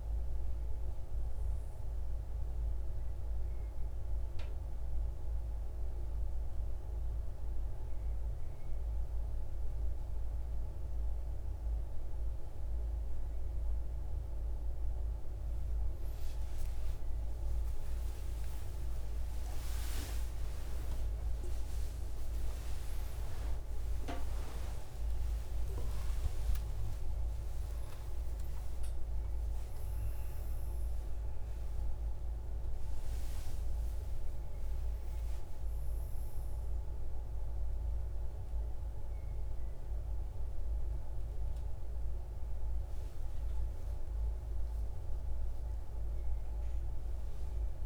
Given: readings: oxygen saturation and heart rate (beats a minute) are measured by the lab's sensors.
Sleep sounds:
a person awake in a sleep study, hard to hear, by a room microphone; none
0.50-30.50 s: new sleep stage, awake
30.50-47.86 s: new sleep stage, N1 (lightest sleep)
From the record:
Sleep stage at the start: N2 (light sleep); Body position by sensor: on the right side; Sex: male

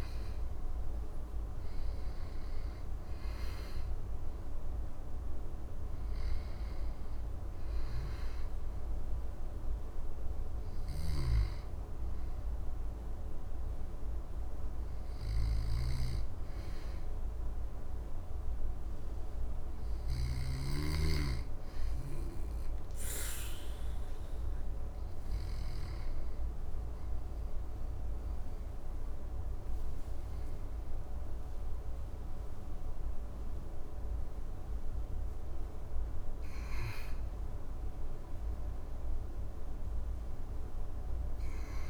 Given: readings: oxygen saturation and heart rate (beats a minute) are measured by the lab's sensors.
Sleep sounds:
breathing in sleep, hard to hear, by a room microphone; none
0.00-20.00 s: oxygen desaturation (device-marked, oxygen 88% lowest, heart rate 63 extreme)
10.50-20.50 s: snoring (device-marked)
38.00-41.50 s: arousal
From the record:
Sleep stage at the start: N2 (light sleep); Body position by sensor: on the back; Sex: male

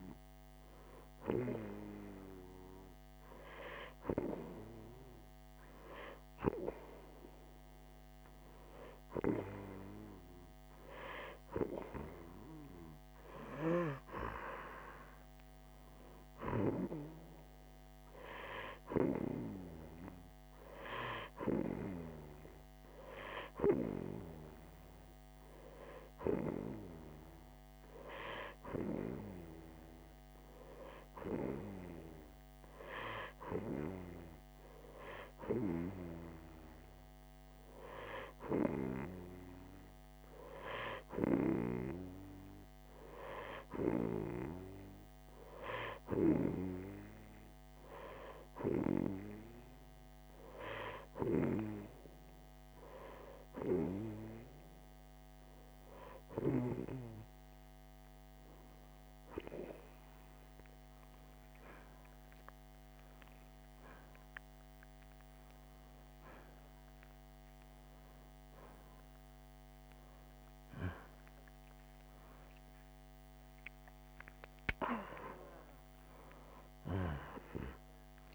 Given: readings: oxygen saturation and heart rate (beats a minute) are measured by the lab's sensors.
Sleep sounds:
breathing in sleep by a microphone on the trachea; none
72.50-76.50 s: arousal
74.50-78.35 s: new sleep stage, N1 (lightest sleep)
From the record:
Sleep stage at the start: N2 (light sleep); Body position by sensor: on the right side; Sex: female

